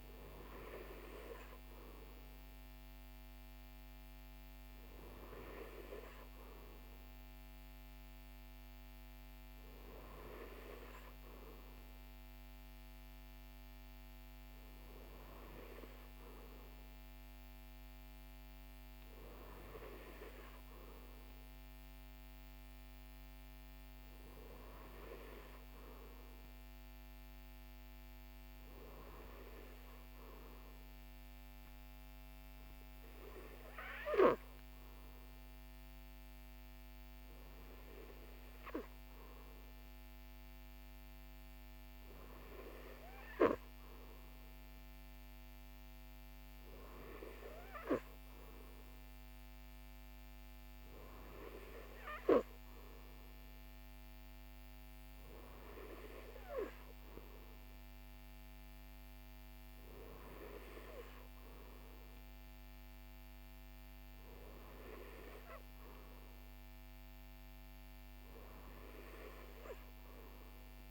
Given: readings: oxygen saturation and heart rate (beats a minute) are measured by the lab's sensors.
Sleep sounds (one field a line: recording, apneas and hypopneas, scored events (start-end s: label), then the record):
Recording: breathing in sleep by a microphone on the trachea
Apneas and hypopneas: none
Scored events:
none scored
From the record:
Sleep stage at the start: N3 (deep sleep)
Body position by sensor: on the right side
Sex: male